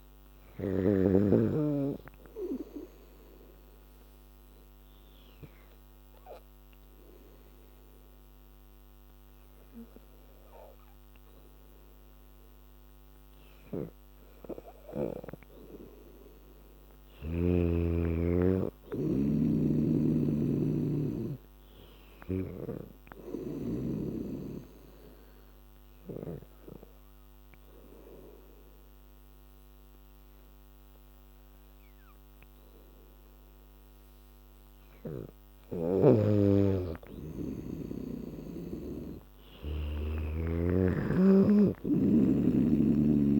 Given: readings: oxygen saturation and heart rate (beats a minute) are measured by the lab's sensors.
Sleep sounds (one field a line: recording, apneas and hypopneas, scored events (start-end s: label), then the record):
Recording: breathing in sleep by a microphone on the trachea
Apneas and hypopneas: 2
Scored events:
0.00-1.00 s: snoring (device-marked)
4.50-16.00 s: obstructive apnea (oxygen 98% before, 92% lowest, heart rate 84 before, 80 extreme, up 1 after)
16.50-43.40 s: new sleep stage, N2 (light sleep)
18.50-21.50 s: arousal
18.50-34.50 s: oxygen desaturation (device-marked, oxygen 97% before, 93% lowest, heart rate 84 before, 77 extreme)
24.00-35.00 s: obstructive apnea (oxygen 98% before, 92% lowest, heart rate 83 before, 77 extreme, up 4 after)
36.50-40.00 s: arousal
41.50-43.40 s: oxygen desaturation (device-marked, oxygen 98% before, 92% lowest, heart rate 84 before, 77 extreme)
From the record:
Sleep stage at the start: N3 (deep sleep)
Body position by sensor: on the back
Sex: female